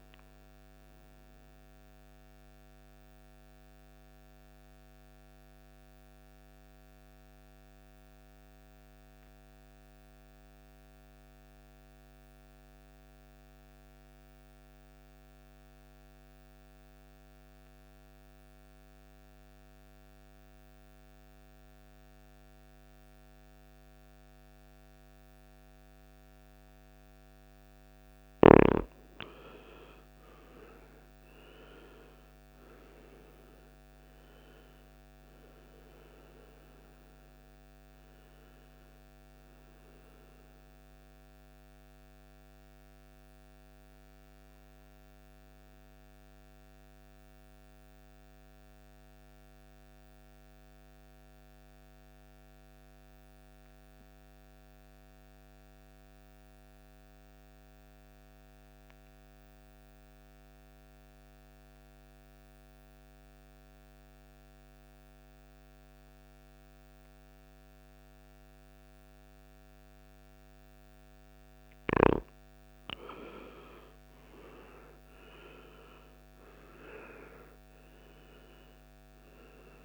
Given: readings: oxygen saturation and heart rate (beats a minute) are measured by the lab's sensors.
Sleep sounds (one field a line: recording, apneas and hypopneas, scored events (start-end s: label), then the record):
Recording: breathing in sleep by a microphone on the trachea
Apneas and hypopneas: 2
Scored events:
0.00-8.00 s: oxygen desaturation (device-marked, oxygen 89% lowest, heart rate 52 extreme)
1.50-27.00 s: mixed apnea (oxygen 99% before, 88% lowest, heart rate 65 before, 52 extreme, up 17 after)
24.00-52.00 s: oxygen desaturation (device-marked, oxygen 99% before, 88% lowest, heart rate 53 before, 53 extreme)
29.50-34.00 s: arousal
41.50-70.50 s: mixed apnea (oxygen 99% before, 87% lowest, heart rate 64 before, 52 extreme, up 15 after)
72.00-79.84 s: oxygen desaturation (device-marked, oxygen 98% before, 87% lowest, heart rate 58 before, 52 extreme)
73.50-78.00 s: arousal
From the record:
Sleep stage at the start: N2 (light sleep)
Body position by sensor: on the right side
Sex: male